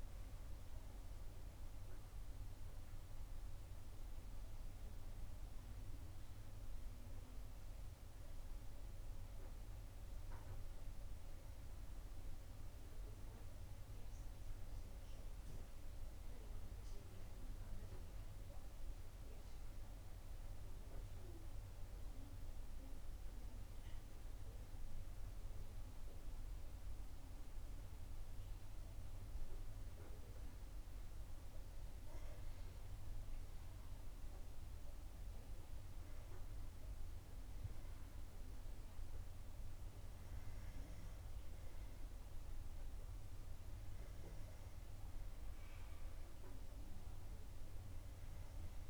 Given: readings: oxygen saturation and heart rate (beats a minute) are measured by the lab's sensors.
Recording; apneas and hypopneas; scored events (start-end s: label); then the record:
a person partly awake in a sleep study, hard to hear, by a room microphone; 1
16.00-48.90 s: new sleep stage, N2 (light sleep)
19.50-31.50 s: central apnea (oxygen 99% before, 94% lowest, heart rate 56 before, 52 extreme, up 7 after)
33.00-37.50 s: arousal
From the record:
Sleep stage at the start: awake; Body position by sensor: on the back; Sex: female